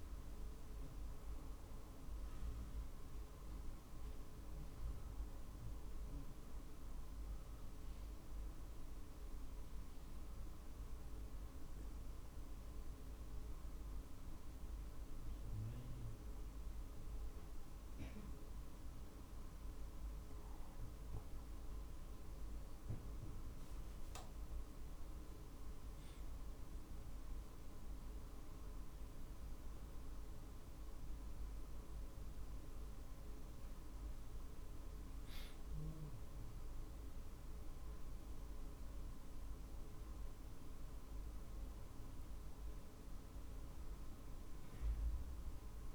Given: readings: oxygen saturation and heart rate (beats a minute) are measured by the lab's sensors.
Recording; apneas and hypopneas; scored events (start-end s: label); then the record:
breathing in sleep, hard to hear, by a room microphone; 1
6.00-22.00 s: obstructive apnea (oxygen 96% before, 91% lowest, heart rate 48 before, 48 extreme, up 2 after)
28.00-45.95 s: drop in pulse transit time (device-marked, heart rate 49 before, 50 extreme)
29.50-34.50 s: arousal
From the record:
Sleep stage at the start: N2 (light sleep); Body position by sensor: on the back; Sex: male